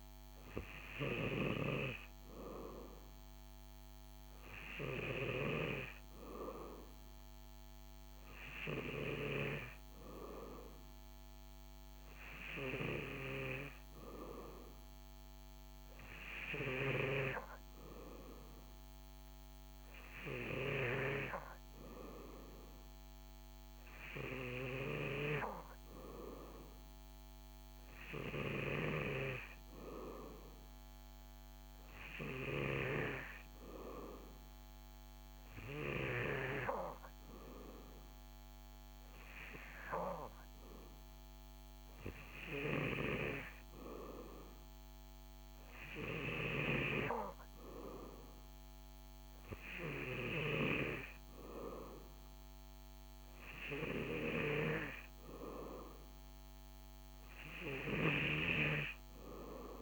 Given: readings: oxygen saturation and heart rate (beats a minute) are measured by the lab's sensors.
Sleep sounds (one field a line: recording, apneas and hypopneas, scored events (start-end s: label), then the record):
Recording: breathing in sleep by a microphone on the trachea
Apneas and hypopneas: none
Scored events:
none scored
From the record:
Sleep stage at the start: N2 (light sleep)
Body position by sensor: on the back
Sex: male